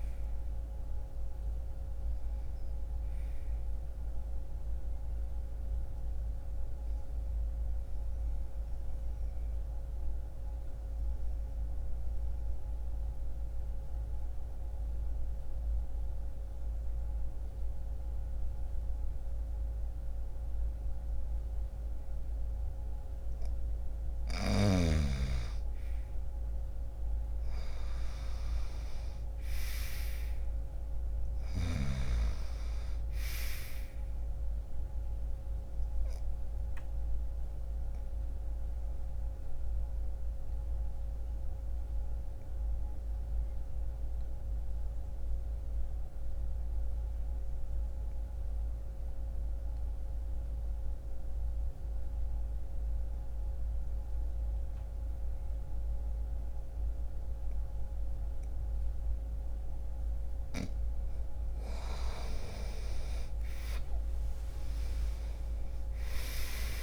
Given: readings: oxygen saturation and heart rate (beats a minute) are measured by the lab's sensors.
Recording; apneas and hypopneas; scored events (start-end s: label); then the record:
breathing in sleep by a room microphone; 2
0.00-3.50 s: oxygen desaturation (device-marked, oxygen 89% lowest, heart rate 59 extreme)
4.50-22.50 s: obstructive apnea (oxygen 96% before, 86% lowest, heart rate 61 before, 60 extreme, up 2 after)
5.50-20.50 s: oxygen desaturation (device-marked, oxygen 91% before, 87% lowest, heart rate 61 before, 60 extreme)
25.50-29.00 s: arousal
36.50-55.50 s: oxygen desaturation (device-marked, oxygen 97% before, 86% lowest, heart rate 61 before, 60 extreme)
36.50-59.00 s: obstructive apnea (oxygen 98% before, 84% lowest, heart rate 61 before, 60 extreme, up 1 after)
62.00-66.00 s: arousal
62.50-66.82 s: oxygen desaturation (device-marked, oxygen 96% before, 88% lowest, heart rate 60 before, 60 extreme)
From the record:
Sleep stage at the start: N2 (light sleep); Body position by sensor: on the right side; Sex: male